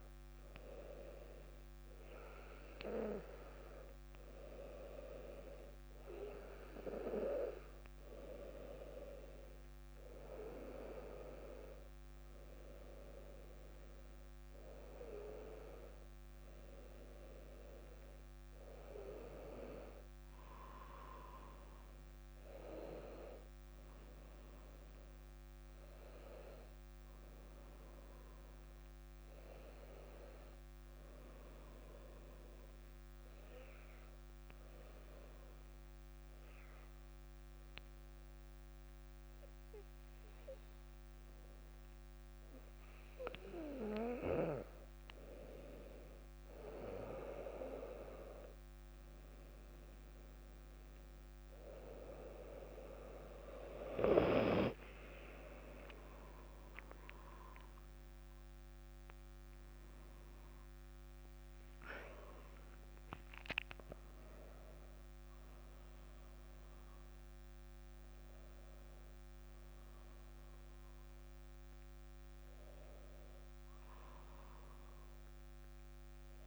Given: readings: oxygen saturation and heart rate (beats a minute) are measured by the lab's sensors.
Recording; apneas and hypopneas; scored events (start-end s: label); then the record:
breathing in sleep by a microphone on the trachea; 1
33.00-44.00 s: obstructive apnea (oxygen 98% before, 93% lowest, heart rate 60 before, 59 extreme, up 1 after)
54.00-58.50 s: arousal
54.00-67.00 s: oxygen desaturation (device-marked, oxygen 98% before, 93% lowest, heart rate 60 before, 62 extreme)
58.00-70.00 s: drop in pulse transit time (device-marked, heart rate 60 before, 66 extreme)
60.00-76.47 s: new sleep stage, N1 (lightest sleep)
From the record:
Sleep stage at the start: N2 (light sleep); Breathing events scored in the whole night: 226 in 3.5 hours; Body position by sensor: on the back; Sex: female